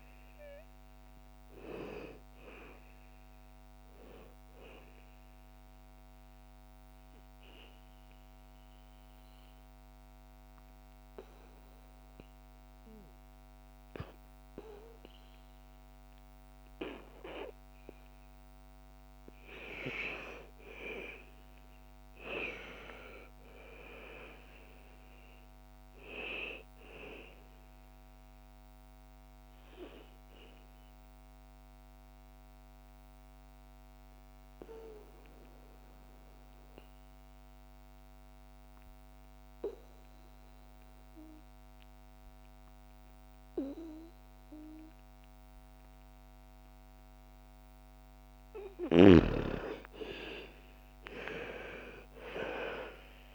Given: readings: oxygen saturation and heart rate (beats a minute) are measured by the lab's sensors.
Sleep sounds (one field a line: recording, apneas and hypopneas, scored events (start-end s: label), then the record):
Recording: breathing in sleep by a microphone on the trachea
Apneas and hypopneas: 2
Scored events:
0.00-10.00 s: oxygen desaturation (device-marked, oxygen 77% lowest, heart rate 59 extreme)
4.50-18.00 s: obstructive apnea (oxygen 99% before, 78% lowest, heart rate 67 before, 56 extreme, up 7 after)
20.00-23.50 s: arousal
25.00-38.00 s: oxygen desaturation (device-marked, oxygen 99% before, 93% lowest, heart rate 62 before, 53 extreme)
31.00-47.00 s: obstructive apnea (oxygen 99% before, 85% lowest, heart rate 62 before, 53 extreme, up 25 after)
49.50-53.35 s: arousal
51.00-53.35 s: oxygen desaturation (device-marked, oxygen 98% before, 85% lowest, heart rate 58 before, 55 extreme)
From the record:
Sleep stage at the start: N2 (light sleep)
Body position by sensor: on the back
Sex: female